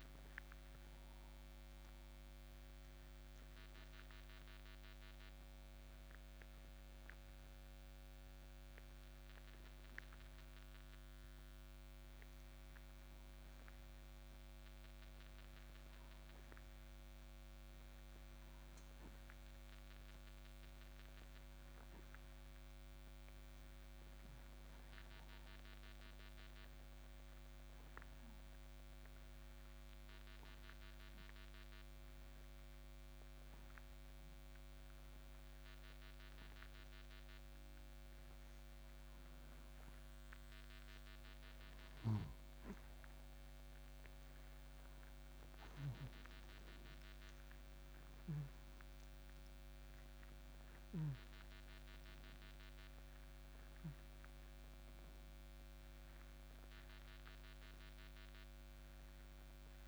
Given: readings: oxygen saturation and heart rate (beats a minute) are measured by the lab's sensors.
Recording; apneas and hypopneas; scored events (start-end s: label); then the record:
a person partly awake in a sleep study, hard to hear, by a microphone on the trachea; 2
1.50-13.50 s: hypopnea (oxygen 97% before, 89% lowest, heart rate 64 before, 59 extreme, up 2 after)
14.50-19.00 s: arousal
14.50-29.50 s: oxygen desaturation (device-marked, oxygen 94% before, 89% lowest, heart rate 64 before, 59 extreme)
26.50-39.50 s: obstructive apnea (oxygen 94% before, 92% lowest, heart rate 62 before, 60 extreme, up 4 after)
43.50-59.88 s: new sleep stage, awake
From the record:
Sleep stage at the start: N2 (light sleep); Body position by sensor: on the back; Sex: male